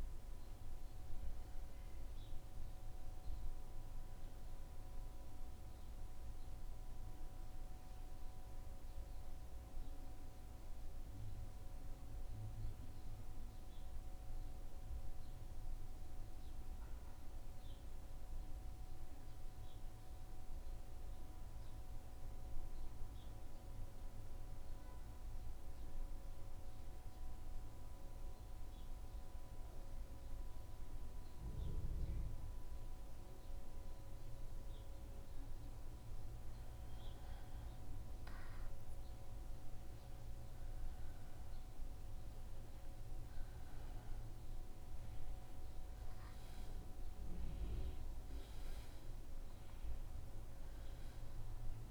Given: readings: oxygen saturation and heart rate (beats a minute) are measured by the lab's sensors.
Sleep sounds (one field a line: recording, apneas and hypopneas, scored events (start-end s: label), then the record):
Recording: breathing in sleep, hard to hear, by a room microphone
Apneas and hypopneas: 1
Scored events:
8.50-37.00 s: mixed apnea (oxygen 98% before, 88% lowest, heart rate 78 before, 75 extreme, up 1 after)
22.50-37.50 s: oxygen desaturation (device-marked, oxygen 97% before, 90% lowest, heart rate 78 before, 76 extreme)
39.00-43.50 s: arousal
From the record:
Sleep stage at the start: N1 (lightest sleep)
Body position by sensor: on the back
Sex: male